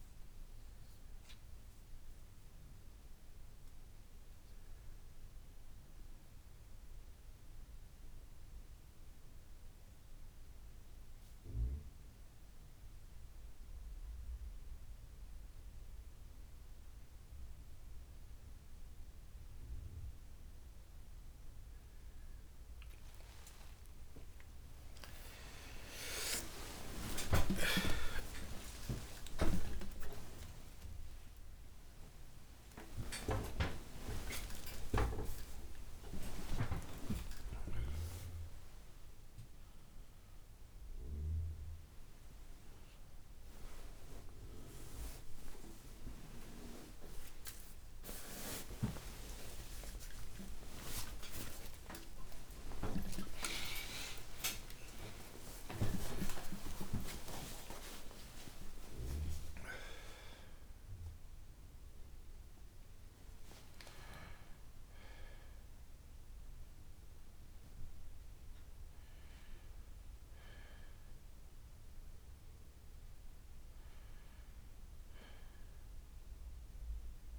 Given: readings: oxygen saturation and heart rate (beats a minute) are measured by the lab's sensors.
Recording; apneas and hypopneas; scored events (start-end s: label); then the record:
a person awake in a sleep study, by a room microphone; none
35.50-40.50 s: oxygen desaturation (device-marked, oxygen 97% before, 94% lowest, heart rate 125 before, 80 extreme)
From the record:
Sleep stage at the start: awake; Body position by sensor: on the right side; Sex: male